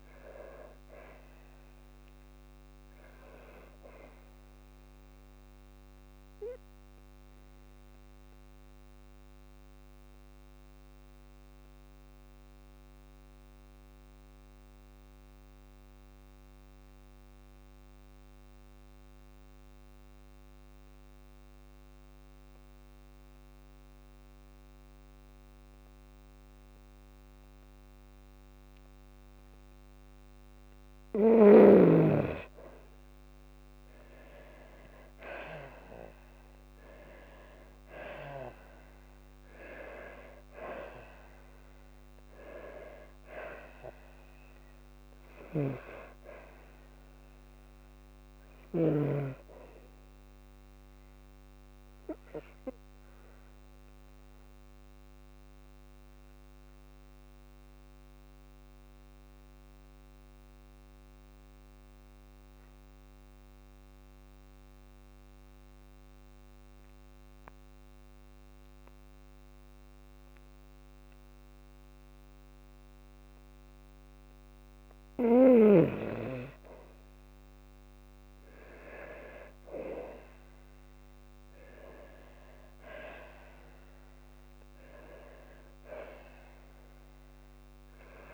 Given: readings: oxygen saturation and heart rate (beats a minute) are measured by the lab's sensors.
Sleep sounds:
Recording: breathing in sleep by a microphone on the trachea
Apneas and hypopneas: 2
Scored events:
6.00-28.50 s: obstructive apnea (oxygen 97% before, 90% lowest, heart rate 60 before, 53 extreme, up 14 after)
10.50-25.50 s: oxygen desaturation (device-marked, oxygen 97% before, 91% lowest, heart rate 59 before, 54 extreme)
31.50-34.50 s: arousal
34.50-36.50 s: long interval between heartbeats (device-marked, heart rate 55 before, 67 extreme)
37.50-39.50 s: long interval between heartbeats (device-marked, heart rate 57 before, 77 extreme)
39.50-41.50 s: long interval between heartbeats (device-marked, heart rate 59 before, 79 extreme)
50.50-73.50 s: obstructive apnea (oxygen 98% before, 90% lowest, heart rate 67 before, 52 extreme, up 5 after)
61.50-76.50 s: oxygen desaturation (device-marked, oxygen 97% before, 90% lowest, heart rate 59 before, 54 extreme)
79.00-83.00 s: arousal
From the record:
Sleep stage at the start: N2 (light sleep)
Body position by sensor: on the back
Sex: female

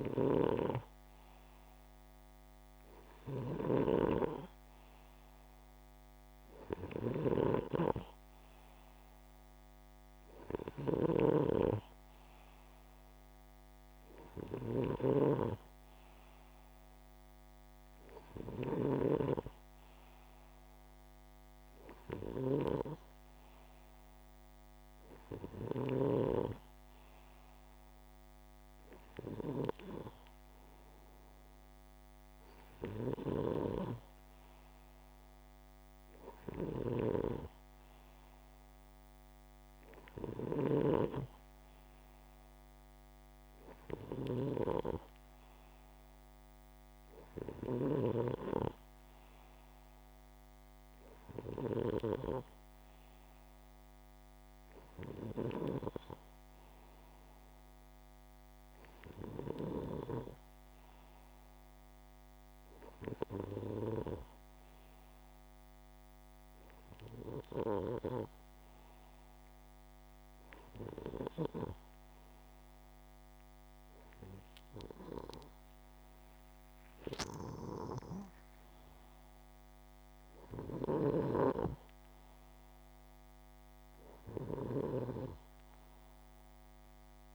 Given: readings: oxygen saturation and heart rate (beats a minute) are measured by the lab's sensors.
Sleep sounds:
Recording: breathing in sleep by a microphone on the trachea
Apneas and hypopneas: none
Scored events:
0.00-25.50 s: snoring (device-marked)
36.00-47.50 s: snoring (device-marked)
76.50-80.50 s: snoring (device-marked)
From the record:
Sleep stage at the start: N2 (light sleep)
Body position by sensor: upright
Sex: male

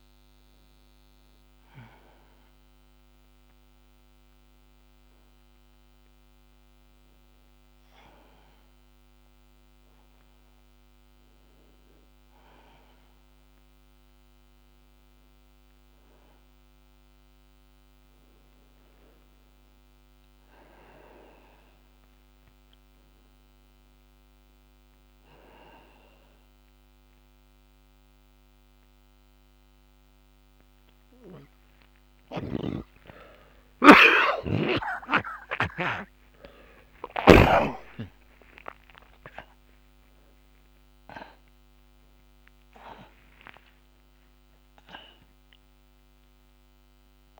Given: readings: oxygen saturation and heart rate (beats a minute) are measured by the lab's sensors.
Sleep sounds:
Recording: a person partly awake in a sleep study, by a microphone on the trachea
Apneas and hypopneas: 2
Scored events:
0.50-11.50 s: oxygen desaturation (device-marked, oxygen 94% before, 86% lowest)
3.50-33.50 s: new sleep stage, N2 (light sleep)
5.00-17.50 s: hypopnea (oxygen 95% before, 83% lowest)
19.50-23.00 s: arousal
25.50-42.50 s: oxygen desaturation (device-marked, oxygen 90% before, 83% lowest)
27.00-38.50 s: hypopnea (oxygen 94% before, 83% lowest)
32.50-36.50 s: snoring (device-marked)
33.50-47.40 s: new sleep stage, awake
From the record:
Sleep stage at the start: awake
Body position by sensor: on the back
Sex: male

